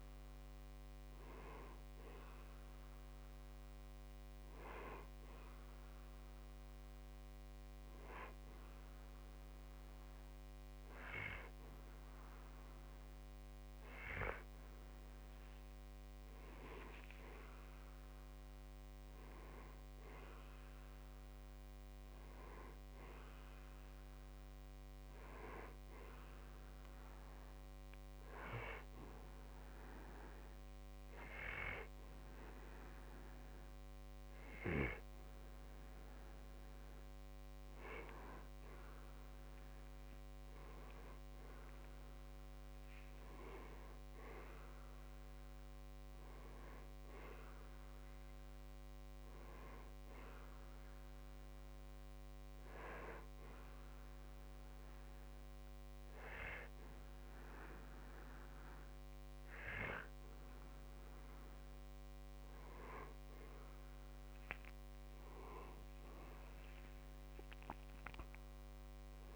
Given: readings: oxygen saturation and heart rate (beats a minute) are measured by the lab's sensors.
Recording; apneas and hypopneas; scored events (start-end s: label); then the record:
breathing in sleep by a microphone on the trachea; 3
7.00-17.50 s: hypopnea (oxygen 95% before, 92% lowest, heart rate 65 before, 60 extreme, up 9 after)
18.00-21.50 s: arousal
26.50-38.00 s: hypopnea (oxygen 95% before, 92% lowest, heart rate 63 before, 60 extreme, up 31 after)
40.00-44.00 s: arousal
51.50-62.50 s: hypopnea (oxygen 94% before, 92% lowest, heart rate 71 before, 60 extreme, up 28 after)
From the record:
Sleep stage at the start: N1 (lightest sleep); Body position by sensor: on the back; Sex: male